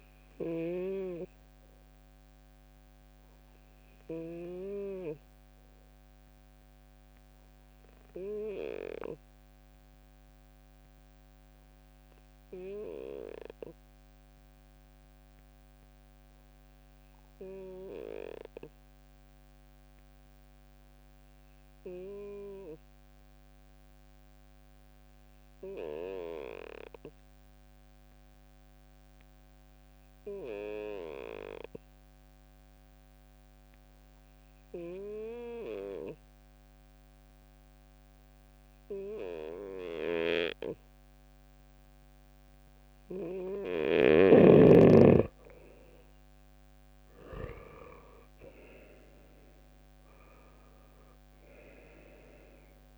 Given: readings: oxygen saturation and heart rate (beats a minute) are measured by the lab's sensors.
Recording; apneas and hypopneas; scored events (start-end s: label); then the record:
breathing in sleep by a microphone on the trachea; 1
5.50-43.00 s: obstructive apnea (oxygen 98% before, 92% lowest, heart rate 68 before, 63 extreme, up 10 after)
12.00-25.00 s: oxygen desaturation (device-marked, oxygen 97% before, 93% lowest, heart rate 67 before, 64 extreme)
46.00-49.50 s: arousal
From the record:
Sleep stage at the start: N2 (light sleep); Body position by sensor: on the right side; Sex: male